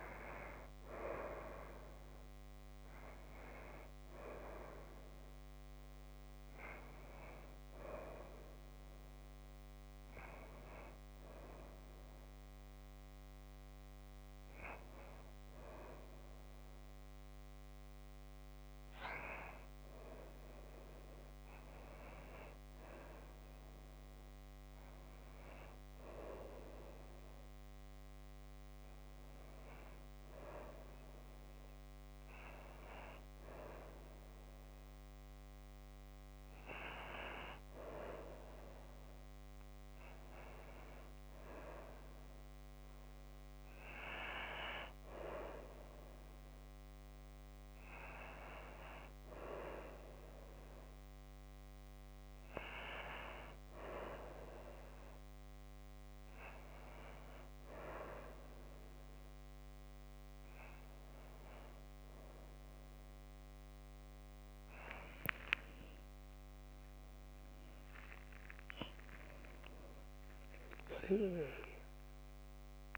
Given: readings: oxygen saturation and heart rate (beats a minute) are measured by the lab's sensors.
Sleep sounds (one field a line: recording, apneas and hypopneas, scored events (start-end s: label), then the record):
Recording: a person partly awake in a sleep study, by a microphone on the trachea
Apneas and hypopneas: 1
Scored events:
10.00-22.00 s: hypopnea (oxygen 98% before, 90% lowest, heart rate 60 before, 55 extreme, up 3 after)
24.50-28.00 s: arousal
30.50-55.50 s: oxygen desaturation (device-marked, oxygen 96% before, 90% lowest, heart rate 57 before, 56 extreme)
45.50-72.98 s: new sleep stage, awake
From the record:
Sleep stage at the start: N2 (light sleep)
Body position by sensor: on the back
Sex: female